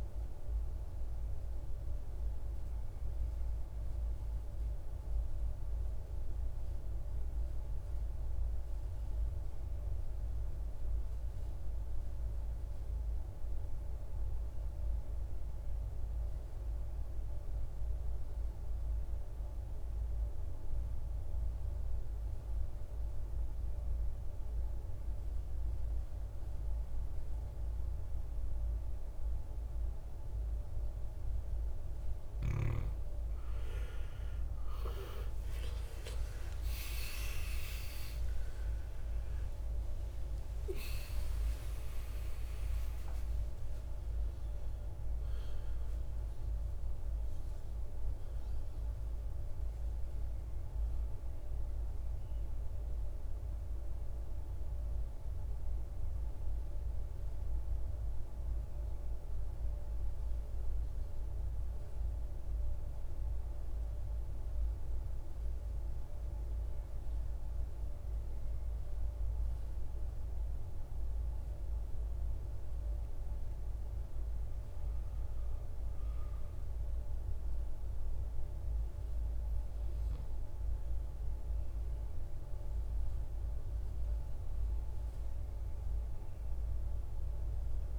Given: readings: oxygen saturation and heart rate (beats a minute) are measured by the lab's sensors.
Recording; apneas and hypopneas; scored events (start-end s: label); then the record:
breathing in sleep, hard to hear, by a room microphone; 2
0.00-7.50 s: oxygen desaturation (device-marked, oxygen 91% lowest, heart rate 52 extreme)
1.00-30.50 s: mixed apnea (oxygen 98% before, 87% lowest, heart rate 62 before, 52 extreme, up 31 after)
26.50-63.50 s: oxygen desaturation (device-marked, oxygen 98% before, 87% lowest, heart rate 54 before, 49 extreme)
33.50-63.50 s: new sleep stage, N1 (lightest sleep)
35.00-41.00 s: arousal
50.00-65.50 s: hypopnea (oxygen 97% before, 87% lowest, heart rate 86 before, 49 extreme, up 0 after)
63.50-87.99 s: new sleep stage, N2 (light sleep)
67.50-72.00 s: arousal
From the record:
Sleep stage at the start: N2 (light sleep); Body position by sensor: on the right side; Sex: male